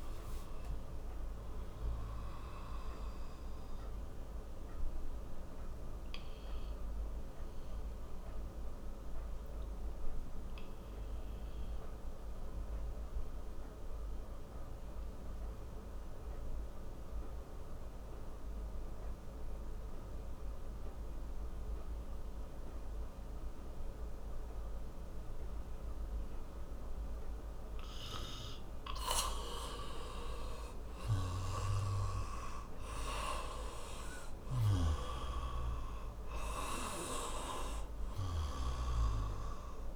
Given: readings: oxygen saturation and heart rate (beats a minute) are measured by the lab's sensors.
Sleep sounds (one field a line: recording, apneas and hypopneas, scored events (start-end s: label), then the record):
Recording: breathing in sleep by a room microphone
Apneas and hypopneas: 1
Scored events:
4.50-27.00 s: mixed apnea (oxygen 98% before, 89% lowest)
28.50-39.96 s: oxygen desaturation (device-marked, oxygen 96% before, 89% lowest)
30.50-34.00 s: arousal
From the record:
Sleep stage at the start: N2 (light sleep)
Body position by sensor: on the back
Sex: male